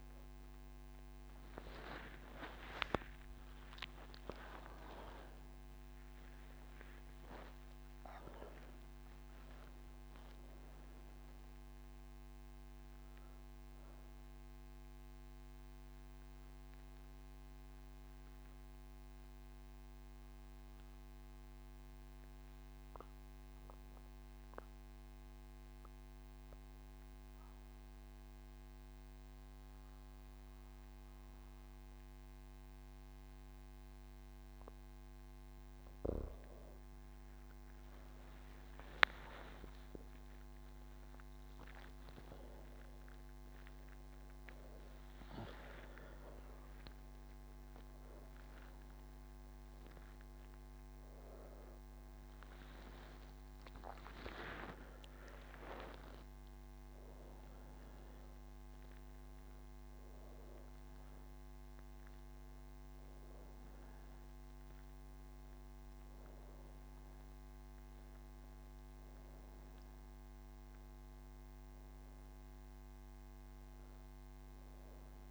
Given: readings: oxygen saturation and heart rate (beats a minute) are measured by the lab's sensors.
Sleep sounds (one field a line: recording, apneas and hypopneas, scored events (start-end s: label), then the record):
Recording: breathing in sleep by a microphone on the trachea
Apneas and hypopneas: none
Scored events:
0.00-9.50 s: oxygen desaturation (device-marked, oxygen 93% lowest)
32.50-75.31 s: new sleep stage, N1 (lightest sleep)
46.50-58.50 s: oxygen desaturation (device-marked, oxygen 98% before, 94% lowest)
From the record:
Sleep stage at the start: N2 (light sleep)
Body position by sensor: on the back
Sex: female